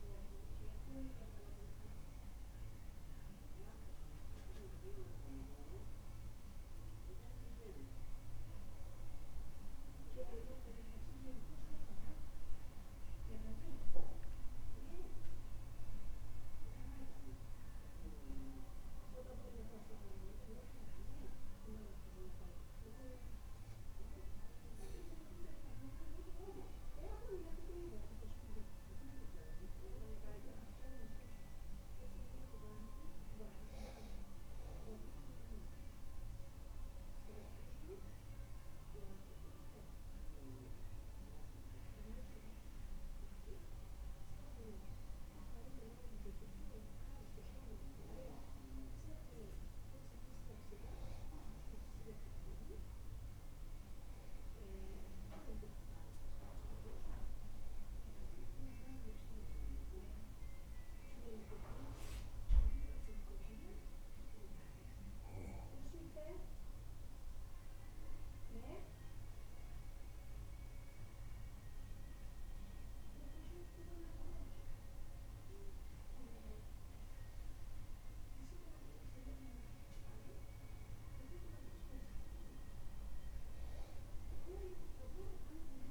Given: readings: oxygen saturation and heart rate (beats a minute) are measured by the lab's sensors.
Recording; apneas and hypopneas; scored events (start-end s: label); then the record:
breathing in sleep by a room microphone; none
none scored
From the record:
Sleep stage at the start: N2 (light sleep); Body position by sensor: on the back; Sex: male